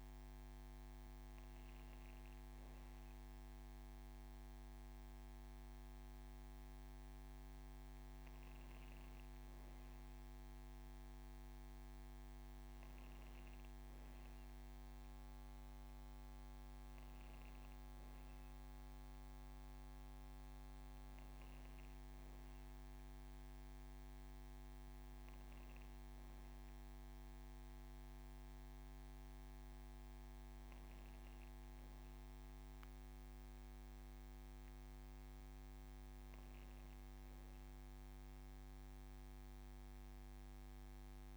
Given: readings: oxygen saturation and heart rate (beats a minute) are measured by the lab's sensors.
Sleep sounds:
breathing in sleep, hard to hear, by a microphone on the trachea; none
none scored
From the record:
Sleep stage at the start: N1 (lightest sleep); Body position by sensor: on the back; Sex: female

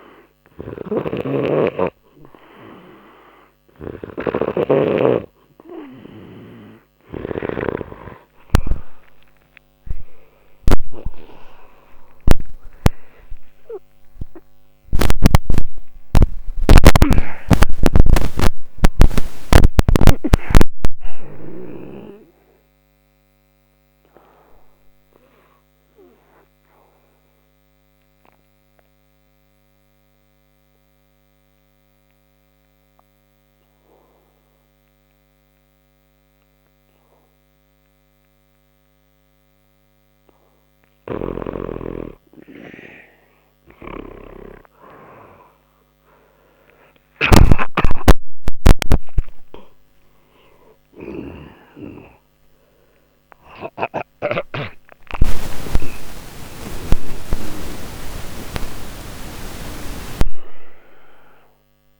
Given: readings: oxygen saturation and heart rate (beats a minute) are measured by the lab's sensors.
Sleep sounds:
breathing in sleep by a microphone on the trachea; 1
0.00-7.50 s: snoring (device-marked)
8.50-14.50 s: arousal
16.50-21.50 s: snoring (device-marked)
25.50-40.00 s: obstructive apnea (oxygen 96% before, 90% lowest, heart rate 70 before, 59 extreme, up 0 after)
40.50-47.00 s: snoring (device-marked)
45.50-50.00 s: arousal
50.50-62.00 s: oxygen desaturation (device-marked, oxygen 97% before, 90% lowest, heart rate 61 before, 59 extreme)
From the record:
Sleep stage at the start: N2 (light sleep); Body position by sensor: on the back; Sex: male

